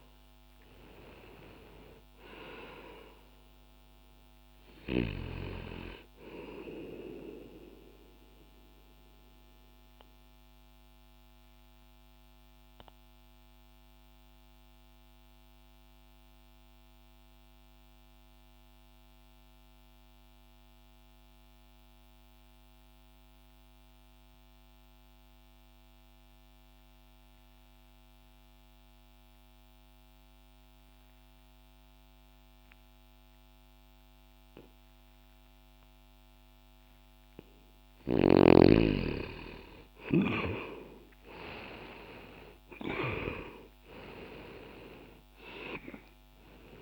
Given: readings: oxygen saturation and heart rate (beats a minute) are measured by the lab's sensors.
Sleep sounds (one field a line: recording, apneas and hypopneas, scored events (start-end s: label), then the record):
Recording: breathing in sleep by a microphone on the trachea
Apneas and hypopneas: 1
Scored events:
0.00-1.50 s: arousal
5.00-28.00 s: oxygen desaturation (device-marked, oxygen 98% before, 82% lowest, heart rate 60 before, 60 extreme)
7.50-37.00 s: mixed apnea (oxygen 98% before, 82% lowest, heart rate 60 before, 60 extreme, up 0 after)
40.00-44.00 s: arousal
44.00-46.82 s: oxygen desaturation (device-marked, oxygen 96% before, 88% lowest, heart rate 60 before, 60 extreme)
From the record:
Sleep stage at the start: N2 (light sleep)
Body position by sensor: on the left side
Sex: male